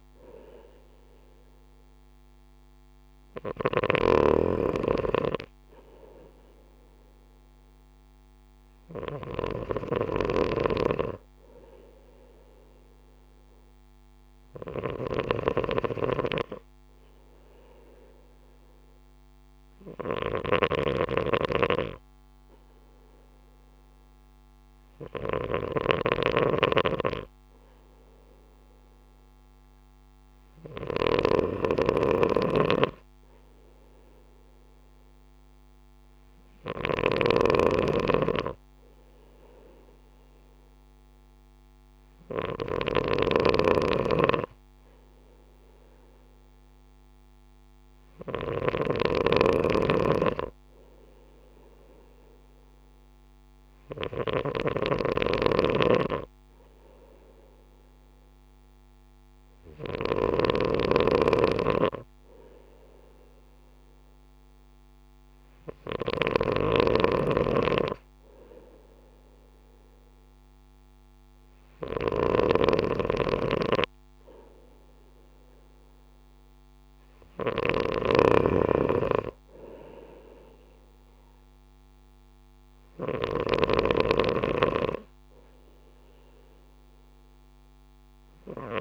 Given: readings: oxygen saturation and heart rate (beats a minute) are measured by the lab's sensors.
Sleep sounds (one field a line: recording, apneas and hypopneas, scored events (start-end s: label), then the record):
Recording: breathing in sleep by a microphone on the trachea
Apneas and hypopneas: none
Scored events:
0.00-88.81 s: snoring (device-marked)
From the record:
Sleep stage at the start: N2 (light sleep)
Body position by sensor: on the right side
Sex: male